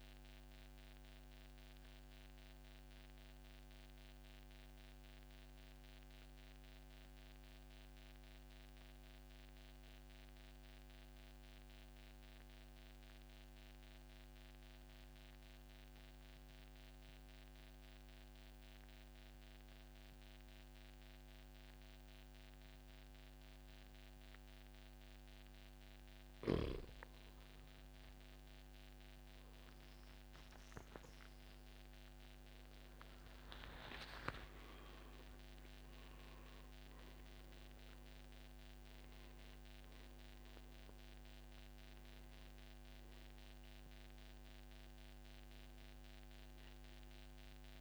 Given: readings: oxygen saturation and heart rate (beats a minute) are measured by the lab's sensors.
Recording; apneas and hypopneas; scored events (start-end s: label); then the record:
breathing in sleep, hard to hear, by a microphone on the trachea; 1
2.00-25.00 s: mixed apnea (oxygen 96% before, 92% lowest, heart rate 136 before, 108 extreme, up 33 after)
3.00-5.00 s: long interval between heartbeats (device-marked, heart rate 133 before, 93 extreme)
28.50-33.50 s: arousal
29.00-47.81 s: oxygen desaturation (device-marked, oxygen 97% before, 92% lowest, heart rate 126 before, 105 extreme)
From the record:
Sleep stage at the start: N2 (light sleep); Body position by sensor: on the back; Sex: male